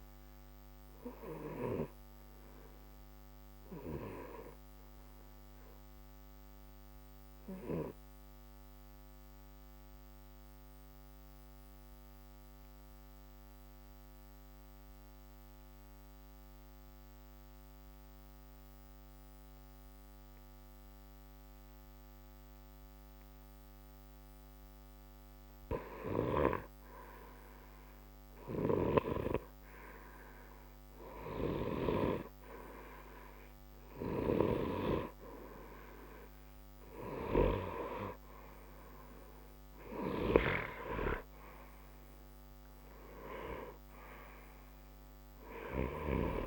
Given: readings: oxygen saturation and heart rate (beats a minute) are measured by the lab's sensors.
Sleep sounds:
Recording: breathing in sleep by a microphone on the trachea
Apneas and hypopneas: 1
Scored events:
0.00-3.50 s: oxygen desaturation (device-marked, oxygen 89% lowest, heart rate 60 extreme)
3.00-23.50 s: obstructive apnea (oxygen 93% before, 89% lowest, heart rate 61 before, 60 extreme, up 2 after)
27.00-30.00 s: arousal
31.50-46.47 s: oxygen desaturation (device-marked, oxygen 96% before, 89% lowest, heart rate 61 before, 60 extreme)
From the record:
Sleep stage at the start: N2 (light sleep)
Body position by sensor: on the right side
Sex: male

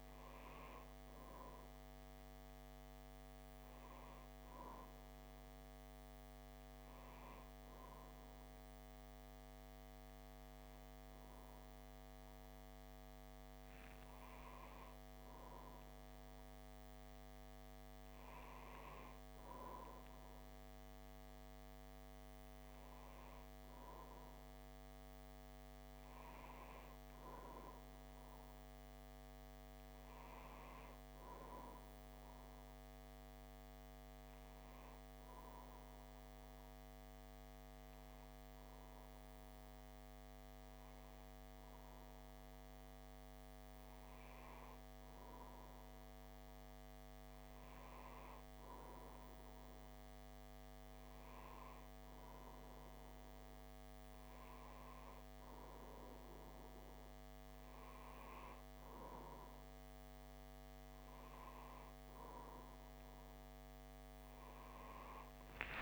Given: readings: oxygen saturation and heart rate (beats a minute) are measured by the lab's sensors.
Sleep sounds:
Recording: breathing in sleep, hard to hear, by a microphone on the trachea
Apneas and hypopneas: 1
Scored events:
32.00-45.00 s: hypopnea (oxygen 96% before, 94% lowest, heart rate 60 before, 58 extreme, up 0 after)
49.00-52.50 s: arousal
From the record:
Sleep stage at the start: N1 (lightest sleep)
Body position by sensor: on the back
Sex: male

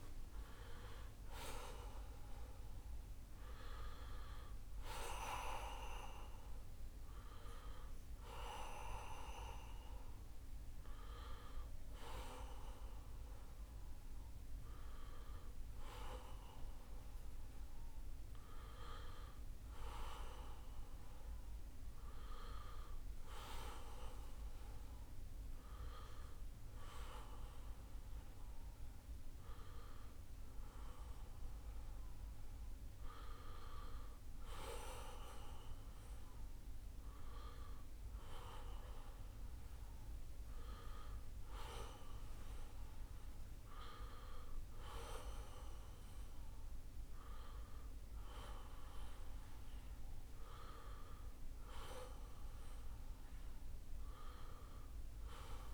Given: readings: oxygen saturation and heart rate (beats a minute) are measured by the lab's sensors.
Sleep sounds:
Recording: breathing in sleep by a room microphone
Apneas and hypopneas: none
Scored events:
none scored
From the record:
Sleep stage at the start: N1 (lightest sleep)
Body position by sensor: on the right side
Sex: male

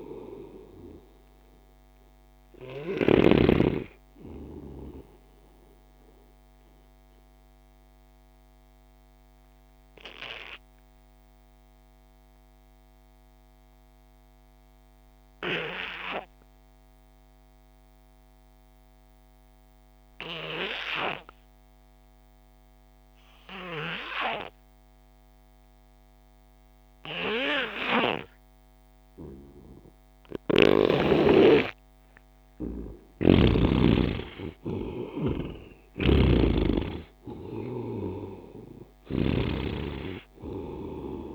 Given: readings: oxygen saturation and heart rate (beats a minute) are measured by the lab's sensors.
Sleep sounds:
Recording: breathing in sleep by a microphone on the trachea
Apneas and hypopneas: 1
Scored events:
0.00-3.50 s: snoring (device-marked)
0.00-13.50 s: oxygen desaturation (device-marked, oxygen 63% lowest)
6.50-31.50 s: obstructive apnea (oxygen 82% before, 63% lowest)
20.50-41.35 s: oxygen desaturation (device-marked, oxygen 99% before, 73% lowest)
32.50-36.50 s: arousal
36.00-39.50 s: snoring (device-marked)
From the record:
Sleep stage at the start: REM sleep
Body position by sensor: on the right side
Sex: male

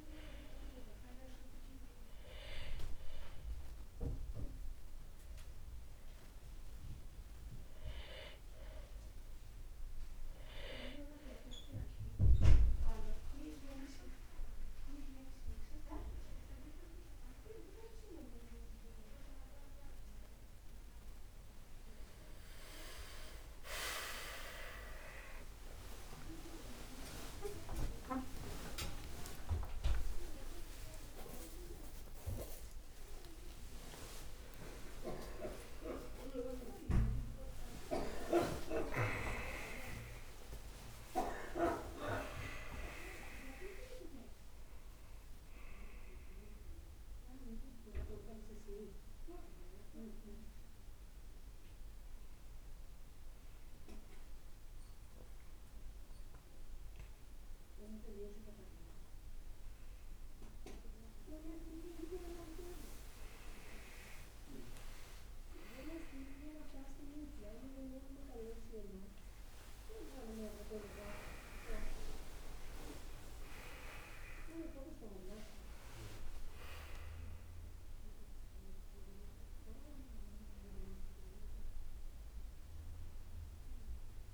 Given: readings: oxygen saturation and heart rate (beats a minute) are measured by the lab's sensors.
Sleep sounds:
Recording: a person awake in a sleep study, by a room microphone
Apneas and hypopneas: none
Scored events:
18.50-78.50 s: new sleep stage, awake
31.50-33.50 s: long interval between heartbeats (device-marked, heart rate 69 before, 94 extreme)
64.50-78.50 s: oxygen desaturation (device-marked, oxygen 98% before, 93% lowest, heart rate 69 before, 57 extreme)
78.50-84.34 s: new sleep stage, N2 (light sleep)
From the record:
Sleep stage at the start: N2 (light sleep)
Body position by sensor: on the back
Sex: male

